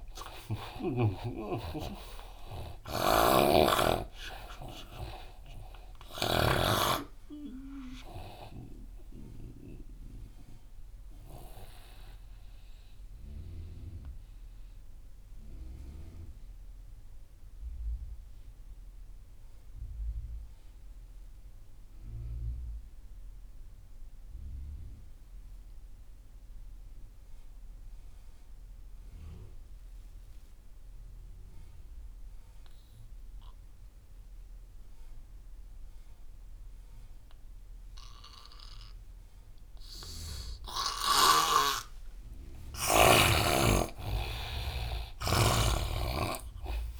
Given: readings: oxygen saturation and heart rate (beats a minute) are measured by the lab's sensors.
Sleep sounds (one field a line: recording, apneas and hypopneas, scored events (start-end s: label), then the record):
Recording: breathing in sleep by a room microphone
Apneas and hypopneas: 1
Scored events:
0.00-16.00 s: oxygen desaturation (device-marked, oxygen 81% lowest)
1.50-10.00 s: snoring (device-marked)
9.00-41.50 s: mixed apnea (oxygen 98% before, 80% lowest)
37.00-46.99 s: oxygen desaturation (device-marked, oxygen 99% before, 80% lowest)
42.50-46.50 s: arousal
From the record:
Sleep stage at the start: N2 (light sleep)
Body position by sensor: on the right side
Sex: male